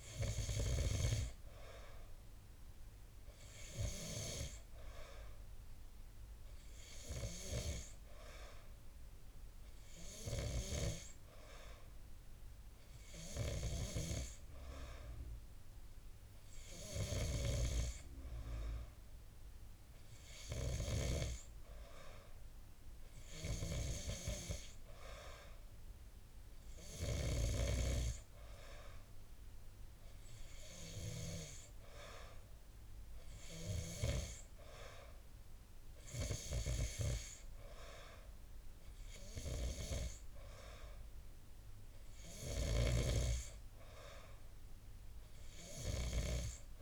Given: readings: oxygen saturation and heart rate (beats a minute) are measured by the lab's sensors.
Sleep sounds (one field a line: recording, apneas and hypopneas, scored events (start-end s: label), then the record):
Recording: breathing in sleep by a room microphone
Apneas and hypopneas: none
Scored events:
none scored
From the record:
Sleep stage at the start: N2 (light sleep)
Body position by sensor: on the back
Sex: male